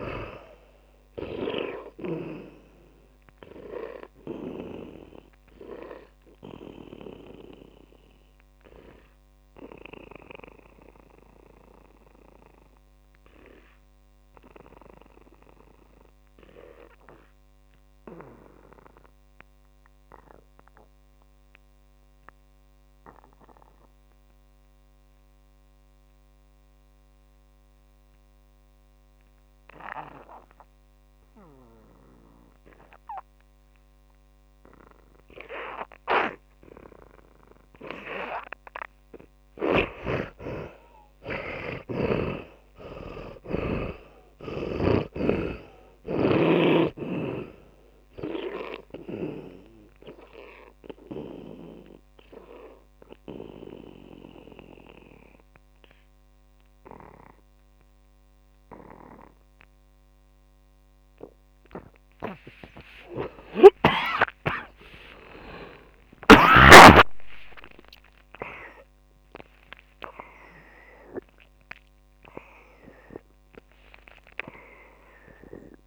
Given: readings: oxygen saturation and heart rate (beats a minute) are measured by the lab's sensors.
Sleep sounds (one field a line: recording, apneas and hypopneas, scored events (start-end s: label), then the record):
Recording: a person partly awake in a sleep study, by a microphone on the trachea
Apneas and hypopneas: 2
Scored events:
0.00-3.00 s: snoring (device-marked)
0.00-25.00 s: oxygen desaturation (device-marked, oxygen 74% lowest, heart rate 46 extreme)
4.00-39.00 s: mixed apnea (oxygen 100% before, 73% lowest, heart rate 55 before, 50 extreme, up 20 after)
27.00-75.00 s: oxygen desaturation (device-marked, oxygen 100% before, 73% lowest, heart rate 67 before, 50 extreme)
40.50-45.50 s: arousal
50.00-62.50 s: mixed apnea (oxygen 100% before, 73% lowest, heart rate 60 before, 63 extreme, up 23 after)
54.00-75.87 s: new sleep stage, awake
From the record:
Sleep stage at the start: N2 (light sleep)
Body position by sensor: on the back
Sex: male